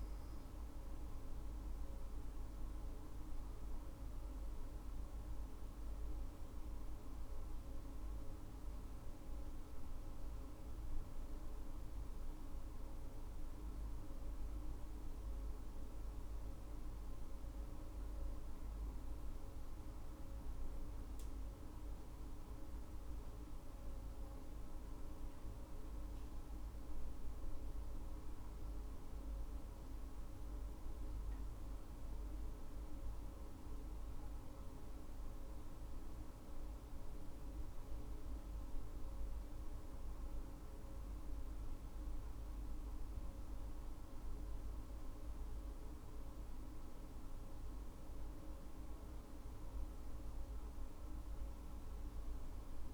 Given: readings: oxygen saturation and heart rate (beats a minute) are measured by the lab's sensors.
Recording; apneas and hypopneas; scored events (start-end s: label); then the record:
breathing in sleep, hard to hear, by a room microphone; 1
3.50-19.50 s: hypopnea (oxygen 98% before, 97% lowest, heart rate 58 before, 53 extreme, up 8 after)
22.00-25.50 s: arousal
From the record:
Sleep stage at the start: N2 (light sleep); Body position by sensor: on the left side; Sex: female